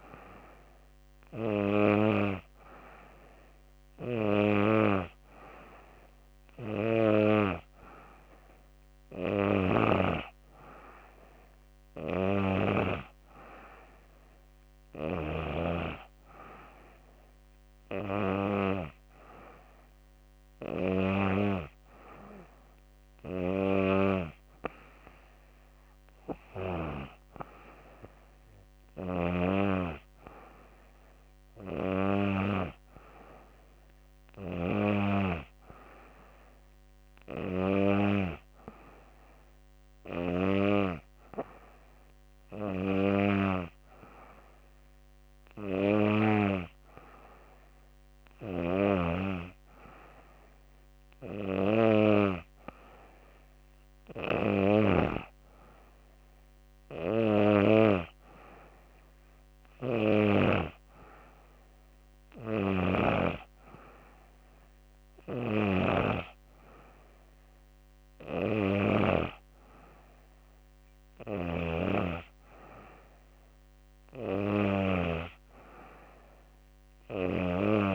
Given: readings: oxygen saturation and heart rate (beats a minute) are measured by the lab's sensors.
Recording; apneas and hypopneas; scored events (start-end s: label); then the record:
breathing in sleep by a microphone on the trachea; none
none scored
From the record:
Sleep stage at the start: N2 (light sleep); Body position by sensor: on the back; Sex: female